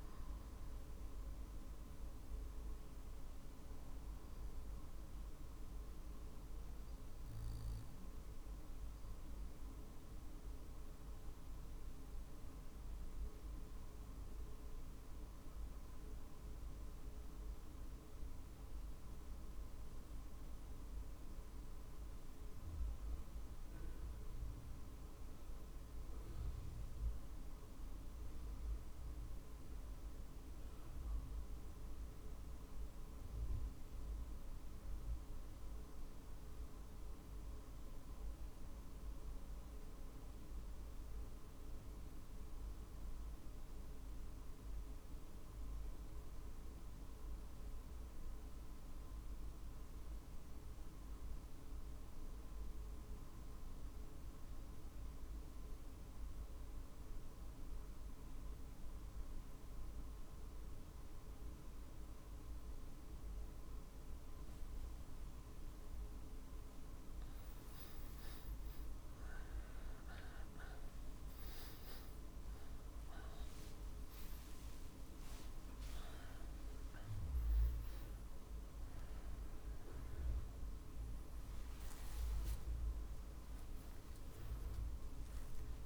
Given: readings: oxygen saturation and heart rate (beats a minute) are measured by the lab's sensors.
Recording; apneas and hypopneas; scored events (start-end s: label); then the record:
breathing in sleep, hard to hear, by a room microphone; 1
4.00-64.00 s: obstructive apnea (oxygen 96% before, 86% lowest, heart rate 50 before, 47 extreme, up 5 after)
9.00-35.00 s: oxygen desaturation (device-marked, oxygen 96% before, 91% lowest, heart rate 48 before, 47 extreme)
61.00-81.00 s: oxygen desaturation (device-marked, oxygen 97% before, 92% lowest, heart rate 47 before, 48 extreme)
69.00-74.00 s: arousal
71.00-85.86 s: drop in pulse transit time (device-marked, heart rate 48 before, 50 extreme)
74.50-76.50 s: long interval between heartbeats (device-marked, heart rate 49 before, 64 extreme)
81.00-85.86 s: new sleep stage, N1 (lightest sleep)
From the record:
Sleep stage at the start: N2 (light sleep); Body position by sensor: on the back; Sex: male